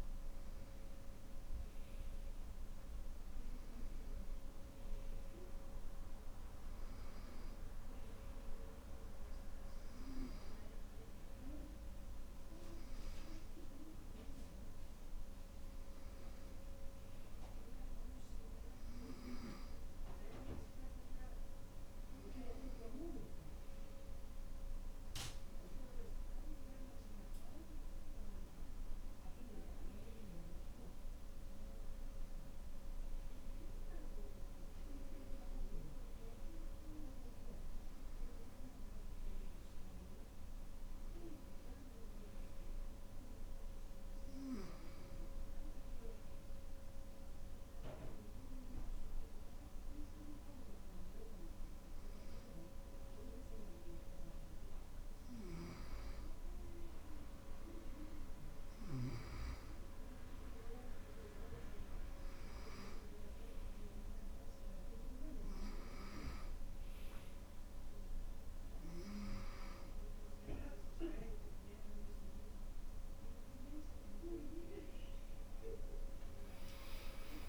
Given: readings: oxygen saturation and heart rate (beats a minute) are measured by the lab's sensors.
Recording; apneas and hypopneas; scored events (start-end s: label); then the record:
breathing in sleep by a room microphone; none
64.50-77.49 s: new sleep stage, awake
From the record:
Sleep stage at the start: N2 (light sleep); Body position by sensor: on the back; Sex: male